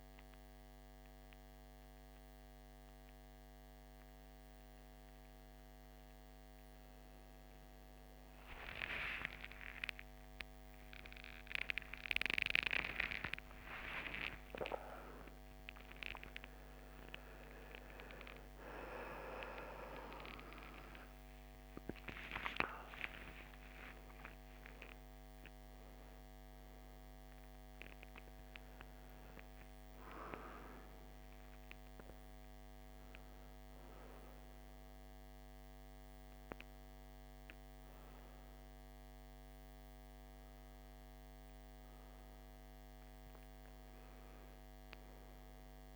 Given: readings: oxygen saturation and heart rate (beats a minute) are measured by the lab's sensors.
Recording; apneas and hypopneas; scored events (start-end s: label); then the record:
a person awake in a sleep study, by a microphone on the trachea; none
none scored
From the record:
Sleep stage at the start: awake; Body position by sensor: on the back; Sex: male